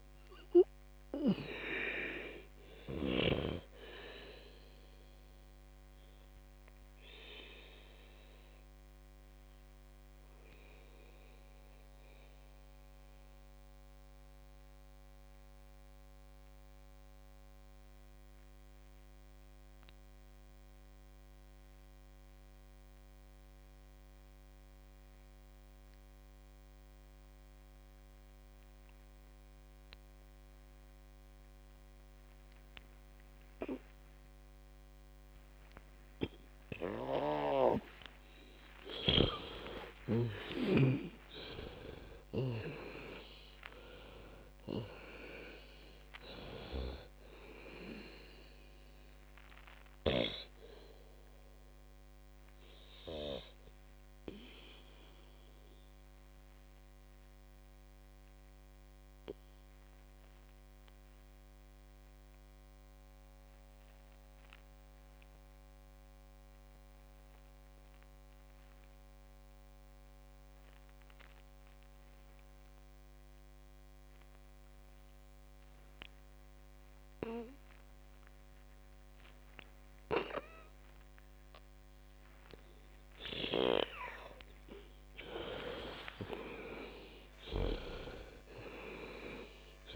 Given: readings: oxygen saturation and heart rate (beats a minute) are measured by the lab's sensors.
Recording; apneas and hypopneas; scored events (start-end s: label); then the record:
breathing in sleep by a microphone on the trachea; 2
0.00-21.50 s: oxygen desaturation (device-marked, oxygen 88% lowest, heart rate 48 extreme)
5.00-39.50 s: obstructive apnea (oxygen 98% before, 88% lowest, heart rate 61 before, 48 extreme, up 42 after)
39.50-67.50 s: oxygen desaturation (device-marked, oxygen 98% before, 89% lowest, heart rate 54 before, 49 extreme)
40.50-45.50 s: arousal
50.00-84.50 s: obstructive apnea (oxygen 98% before, 89% lowest, heart rate 70 before, 49 extreme, up 59 after)
82.50-89.96 s: oxygen desaturation (device-marked, oxygen 98% before, 89% lowest, heart rate 54 before, 49 extreme)
86.00-89.96 s: arousal
From the record:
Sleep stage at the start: N2 (light sleep); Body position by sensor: on the back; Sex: female